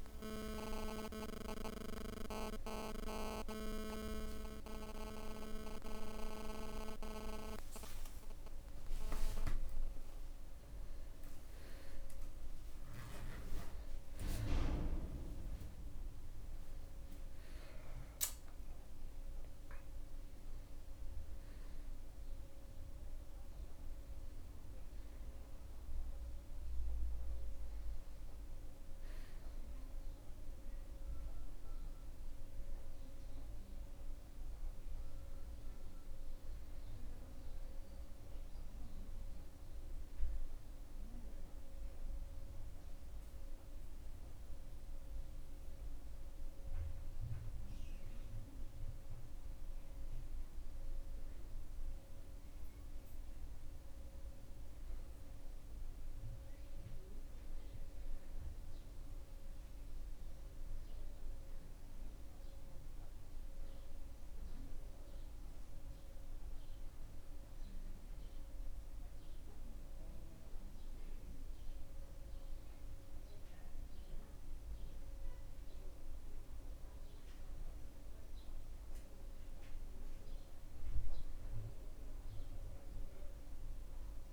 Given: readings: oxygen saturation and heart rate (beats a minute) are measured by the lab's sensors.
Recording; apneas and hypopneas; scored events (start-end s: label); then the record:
a person partly awake in a sleep study, by a room microphone; none
28.00-84.33 s: new sleep stage, N1 (lightest sleep)
From the record:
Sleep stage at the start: awake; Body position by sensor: on the back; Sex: male